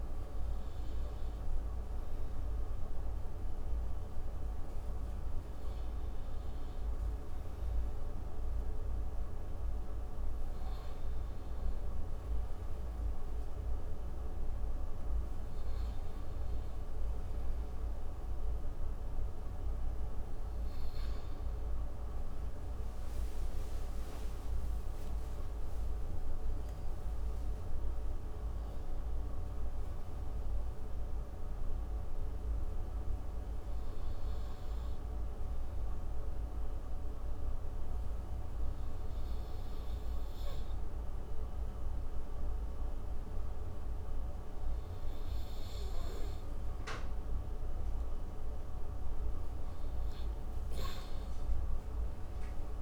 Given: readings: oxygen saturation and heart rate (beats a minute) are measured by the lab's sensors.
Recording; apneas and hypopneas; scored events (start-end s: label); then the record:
breathing in sleep, hard to hear, by a room microphone; 1
1.00-12.00 s: oxygen desaturation (device-marked, oxygen 95% before, 91% lowest, heart rate 50 before, 54 extreme)
24.50-28.00 s: arousal
37.00-48.00 s: obstructive apnea (oxygen 96% before, 92% lowest)
50.00-52.81 s: arousal
From the record:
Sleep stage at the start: N2 (light sleep); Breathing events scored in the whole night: 485 in 5.8 hours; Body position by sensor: on the right side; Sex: male